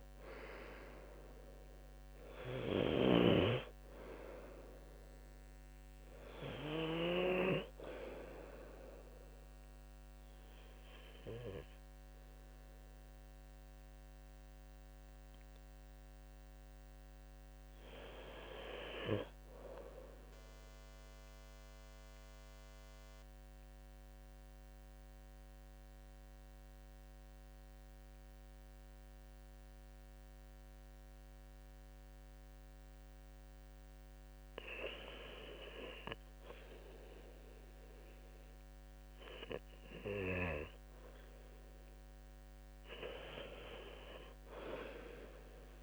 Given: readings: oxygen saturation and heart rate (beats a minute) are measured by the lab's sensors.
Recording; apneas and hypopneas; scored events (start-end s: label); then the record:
breathing in sleep by a microphone on the trachea; 1
20.50-33.00 s: obstructive apnea (oxygen 97% before, 92% lowest, heart rate 75 before, 65 extreme, up 4 after)
23.00-31.00 s: oxygen desaturation (device-marked, oxygen 96% before, 93% lowest, heart rate 73 before, 65 extreme)
36.50-41.00 s: arousal
40.00-45.83 s: new sleep stage, N2 (light sleep)
From the record:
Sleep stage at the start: REM sleep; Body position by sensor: on the left side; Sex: male